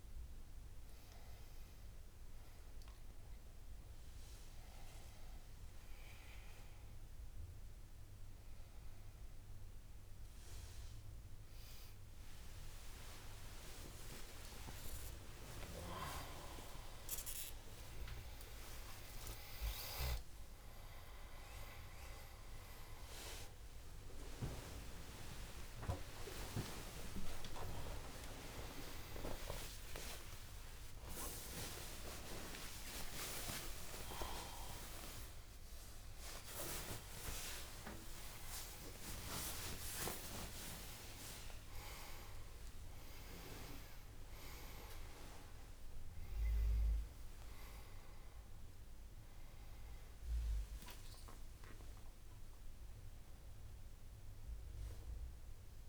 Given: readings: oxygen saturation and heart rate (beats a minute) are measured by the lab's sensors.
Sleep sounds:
a person awake in a sleep study, by a room microphone; none
0.00-6.50 s: oxygen desaturation (device-marked, oxygen 93% lowest, heart rate 74 extreme)
From the record:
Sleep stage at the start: awake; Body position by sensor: on the back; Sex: male

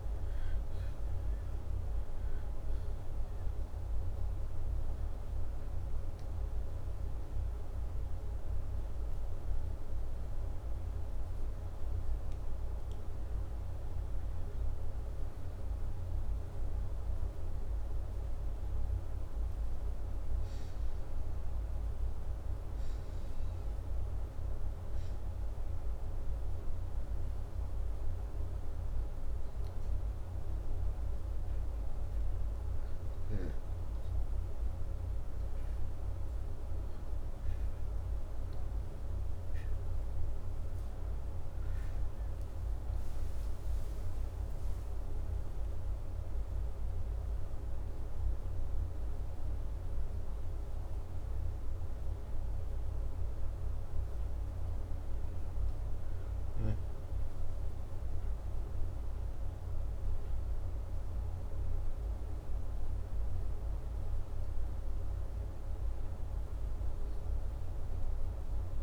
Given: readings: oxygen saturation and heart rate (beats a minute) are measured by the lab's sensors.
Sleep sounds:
breathing in sleep, hard to hear, by a room microphone; 1
16.00-20.50 s: arousal
31.00-41.00 s: hypopnea (oxygen 96% before, 94% lowest, heart rate 79 before, 79 extreme, up 3 after)
40.50-45.50 s: oxygen desaturation (device-marked, oxygen 97% before, 94% lowest, heart rate 80 before, 79 extreme)
43.00-48.00 s: arousal
From the record:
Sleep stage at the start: N2 (light sleep); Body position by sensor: upright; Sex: male

